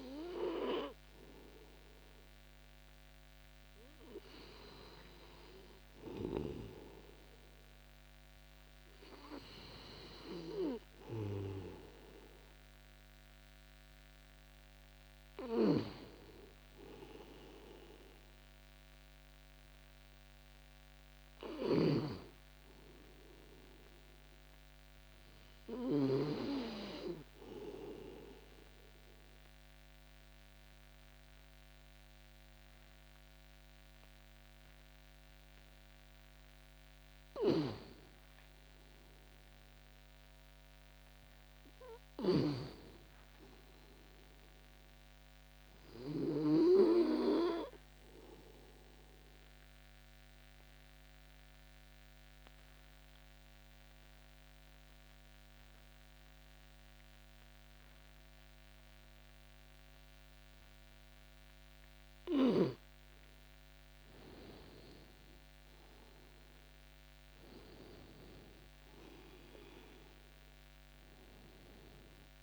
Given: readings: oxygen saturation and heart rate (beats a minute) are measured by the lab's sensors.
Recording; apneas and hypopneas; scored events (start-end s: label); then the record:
breathing in sleep by a microphone on the trachea; 2
0.00-4.50 s: oxygen desaturation (device-marked, oxygen 95% lowest, heart rate 32 extreme)
16.50-21.50 s: arousal
27.50-37.50 s: obstructive apnea (oxygen 97% before, 95% lowest, heart rate 66 before, 38 extreme, up 40 after)
39.00-44.00 s: arousal
47.50-61.50 s: obstructive apnea (oxygen 97% before, 95% lowest)
63.50-67.50 s: arousal
From the record:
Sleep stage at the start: N2 (light sleep); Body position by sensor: on the back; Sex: male